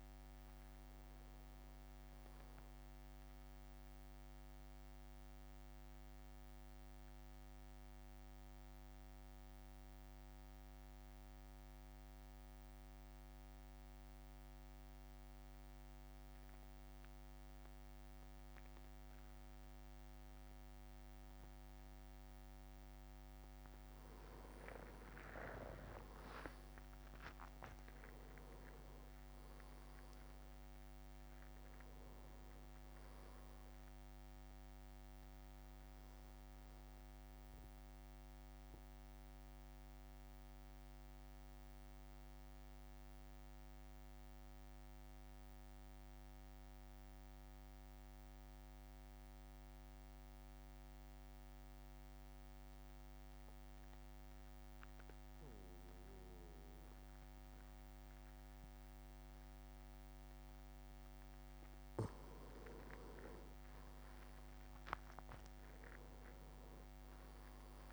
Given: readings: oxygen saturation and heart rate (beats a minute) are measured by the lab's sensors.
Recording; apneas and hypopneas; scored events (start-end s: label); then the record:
breathing in sleep, hard to hear, by a microphone on the trachea; 2
0.00-8.50 s: drop in pulse transit time (device-marked, heart rate 49 extreme)
4.00-23.50 s: mixed apnea (oxygen 99% before, 94% lowest, heart rate 54 before, 49 extreme, up 6 after)
24.50-26.00 s: leg movement (device-marked)
25.50-30.00 s: arousal
26.50-38.50 s: drop in pulse transit time (device-marked, heart rate 53 before, 52 extreme)
29.50-36.50 s: oxygen desaturation (device-marked, oxygen 99% before, 95% lowest, heart rate 54 before, 49 extreme)
38.00-60.00 s: mixed apnea (oxygen 99% before, 94% lowest, heart rate 56 before, 51 extreme, up 3 after)
63.50-67.50 s: arousal
63.50-67.93 s: drop in pulse transit time (device-marked, heart rate 54 before, 52 extreme)
65.50-67.93 s: oxygen desaturation (device-marked, oxygen 99% before, 95% lowest, heart rate 55 before, 51 extreme)
66.00-67.93 s: leg movement (device-marked)
From the record:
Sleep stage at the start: N2 (light sleep); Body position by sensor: on the back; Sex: male